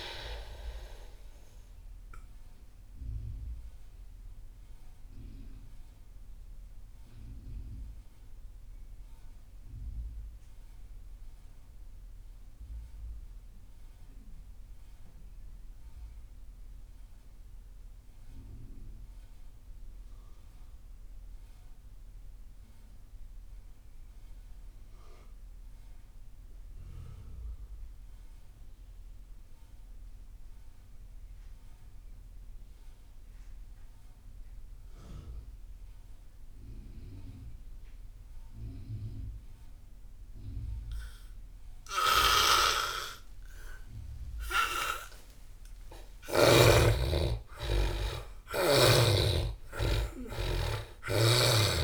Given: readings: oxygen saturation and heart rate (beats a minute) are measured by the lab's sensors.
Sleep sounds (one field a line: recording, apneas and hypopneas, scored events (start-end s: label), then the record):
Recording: breathing in sleep by a room microphone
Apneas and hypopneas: 1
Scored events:
0.00-17.00 s: oxygen desaturation (device-marked, oxygen 73% lowest)
3.50-44.00 s: mixed apnea (oxygen 97% before, 73% lowest)
33.00-51.84 s: oxygen desaturation (device-marked, oxygen 98% before, 77% lowest)
45.50-51.00 s: arousal
50.50-51.84 s: snoring (device-marked)
From the record:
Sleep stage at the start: N2 (light sleep)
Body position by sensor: on the back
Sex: male